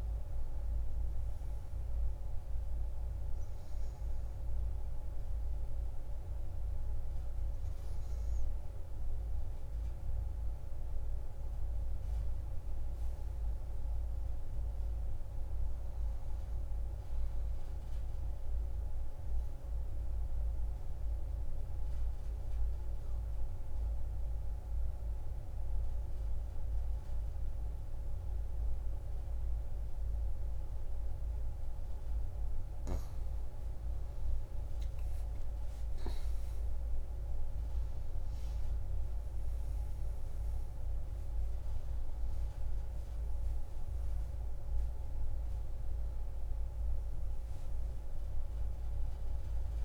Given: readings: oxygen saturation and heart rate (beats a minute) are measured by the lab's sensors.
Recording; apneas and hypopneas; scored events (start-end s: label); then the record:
breathing in sleep, hard to hear, by a room microphone; 1
0.00-9.50 s: oxygen desaturation (device-marked, oxygen 88% lowest)
11.50-15.00 s: arousal
18.50-32.00 s: obstructive apnea (oxygen 98% before, 89% lowest)
33.50-37.00 s: arousal
38.50-49.85 s: oxygen desaturation (device-marked, oxygen 96% before, 89% lowest)
From the record:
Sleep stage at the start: N2 (light sleep); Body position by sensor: on the back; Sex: female